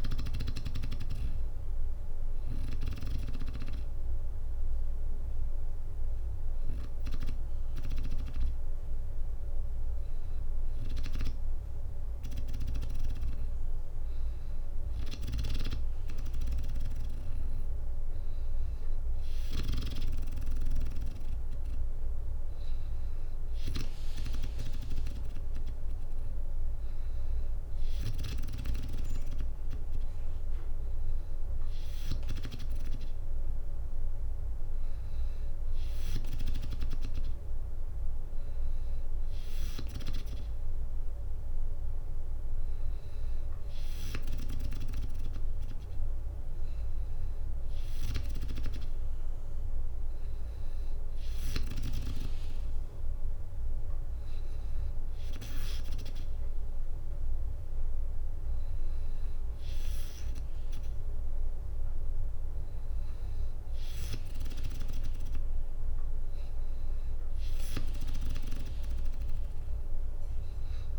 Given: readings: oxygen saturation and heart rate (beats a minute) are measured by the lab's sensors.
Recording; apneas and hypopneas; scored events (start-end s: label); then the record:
breathing in sleep by a room microphone; 1
0.00-3.50 s: oxygen desaturation (device-marked, oxygen 93% lowest, heart rate 59 extreme)
0.00-4.50 s: drop in pulse transit time (device-marked, heart rate 60 extreme)
0.50-12.00 s: hypopnea (oxygen 97% before, 95% lowest, heart rate 64 before, 59 extreme, up 3 after)
3.50-9.50 s: bradycardia (device-marked, heart rate 63 before, 59 extreme)
15.00-17.50 s: arousal
15.50-31.50 s: oxygen desaturation (device-marked, oxygen 98% before, 95% lowest, heart rate 62 before, 61 extreme)
From the record:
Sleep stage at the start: N2 (light sleep); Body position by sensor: on the back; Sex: female